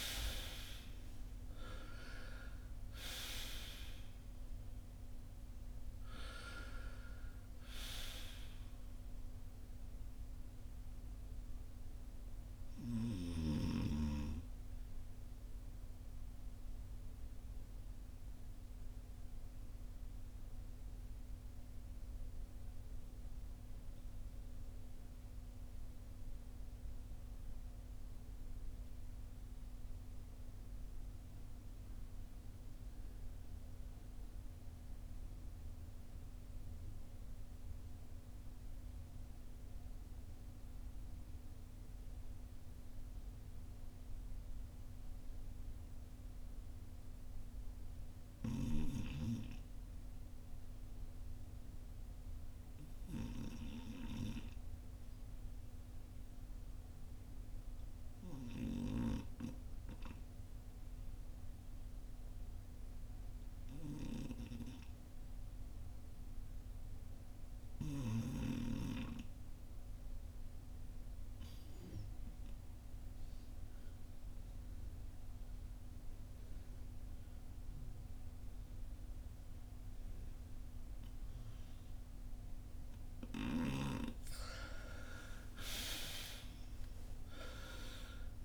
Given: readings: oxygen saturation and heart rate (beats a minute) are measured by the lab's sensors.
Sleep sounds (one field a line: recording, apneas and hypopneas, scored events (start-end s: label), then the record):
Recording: breathing in sleep by a room microphone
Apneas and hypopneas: 1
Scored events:
0.00-1.00 s: arousal
0.00-37.00 s: oxygen desaturation (device-marked, oxygen 68% lowest, heart rate 43 extreme)
15.50-83.00 s: obstructive apnea (oxygen 86% before, 68% lowest, heart rate 67 before, 43 extreme, up 10 after)
47.00-88.45 s: oxygen desaturation (device-marked, oxygen 98% before, 68% lowest, heart rate 51 before, 50 extreme)
84.00-88.45 s: arousal
From the record:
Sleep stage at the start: REM sleep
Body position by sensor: on the front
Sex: male